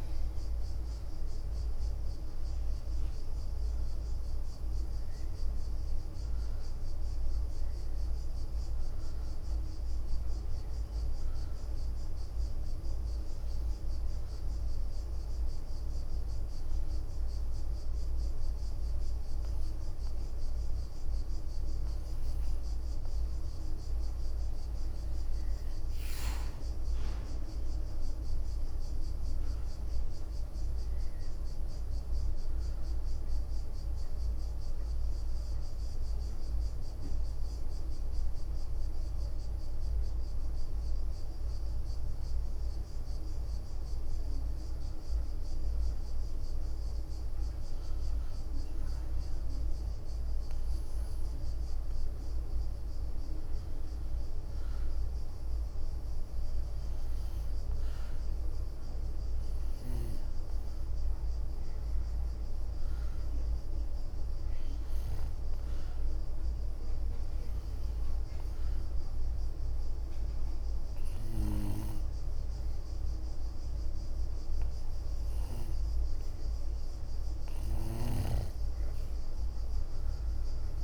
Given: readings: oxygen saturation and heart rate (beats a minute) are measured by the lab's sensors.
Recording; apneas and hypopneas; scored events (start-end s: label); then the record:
breathing in sleep, hard to hear, by a room microphone; 2
0.00-1.50 s: arousal
0.50-80.84 s: new sleep stage, N2 (light sleep)
3.50-20.50 s: oxygen desaturation (device-marked, oxygen 98% before, 93% lowest, heart rate 65 before, 64 extreme)
12.50-23.50 s: hypopnea (oxygen 98% before, 92% lowest, heart rate 69 before, 64 extreme, up 7 after)
19.50-26.50 s: leg movement (device-marked)
26.00-30.50 s: arousal
35.50-47.50 s: oxygen desaturation (device-marked, oxygen 96% before, 92% lowest, heart rate 67 before, 64 extreme)
36.00-44.50 s: leg movement (device-marked)
40.00-56.50 s: hypopnea (oxygen 96% before, 90% lowest, heart rate 68 before, 65 extreme, up 4 after)
53.50-63.00 s: leg movement (device-marked)
58.00-61.50 s: arousal
73.50-80.84 s: leg movement (device-marked)
79.50-80.84 s: arousal
From the record:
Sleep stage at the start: N1 (lightest sleep); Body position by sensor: on the back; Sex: female